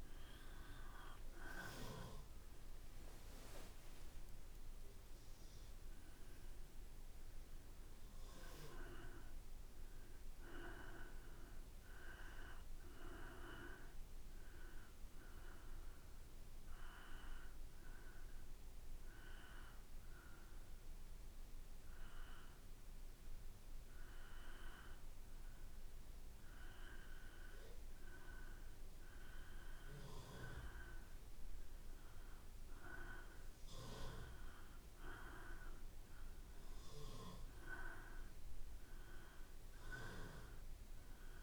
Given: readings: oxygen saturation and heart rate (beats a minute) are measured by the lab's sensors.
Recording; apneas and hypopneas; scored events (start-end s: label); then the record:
breathing in sleep by a room microphone; 1
0.00-13.00 s: oxygen desaturation (device-marked, oxygen 90% lowest, heart rate 57 extreme)
6.00-41.43 s: new sleep stage, N2 (light sleep)
15.00-28.50 s: hypopnea (oxygen 97% before, 92% lowest, heart rate 61 before, 57 extreme, up 2 after)
32.00-35.50 s: arousal
33.00-41.43 s: oxygen desaturation (device-marked, oxygen 96% before, 92% lowest, heart rate 57 before, 57 extreme)
From the record:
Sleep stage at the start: N1 (lightest sleep); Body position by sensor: on the back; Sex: male